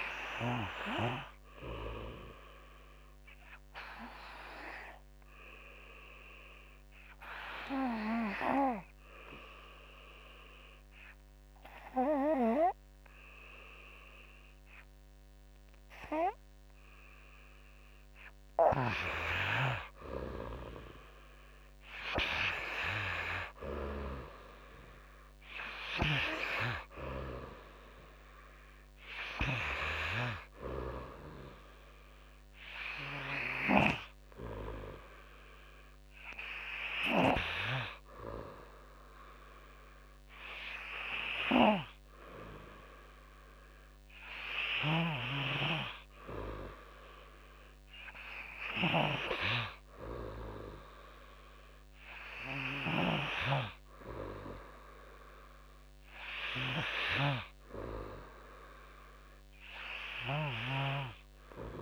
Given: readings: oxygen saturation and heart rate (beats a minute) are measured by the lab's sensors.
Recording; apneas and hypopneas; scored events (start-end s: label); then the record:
breathing in sleep by a microphone on the trachea; 1
5.00-18.00 s: obstructive apnea (oxygen 97% before, 89% lowest, heart rate 52 before, 54 extreme, up 5 after)
14.00-42.00 s: oxygen desaturation (device-marked, oxygen 96% before, 89% lowest, heart rate 54 before, 52 extreme)
20.50-23.50 s: arousal
50.00-54.00 s: arousal
From the record:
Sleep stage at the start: N3 (deep sleep); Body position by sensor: on the back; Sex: male